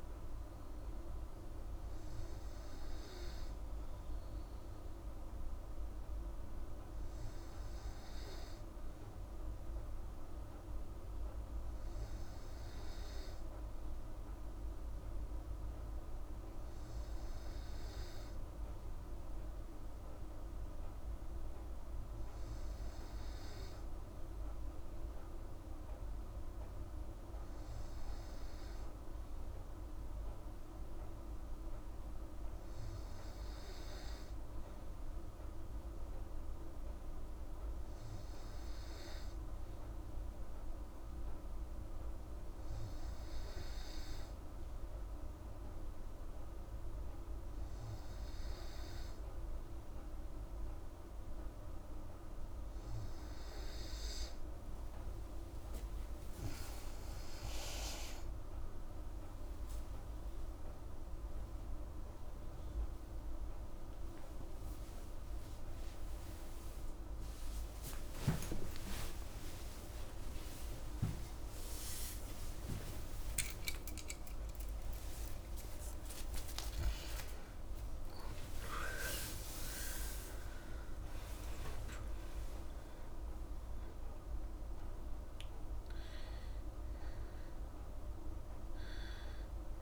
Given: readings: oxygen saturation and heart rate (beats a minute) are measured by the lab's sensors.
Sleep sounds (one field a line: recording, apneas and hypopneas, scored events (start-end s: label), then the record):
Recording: breathing in sleep, hard to hear, by a room microphone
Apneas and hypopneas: none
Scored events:
43.00-89.82 s: new sleep stage, N2 (light sleep)
66.00-71.50 s: arousal
78.00-83.00 s: arousal
From the record:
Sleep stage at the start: N3 (deep sleep)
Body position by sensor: on the right side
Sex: female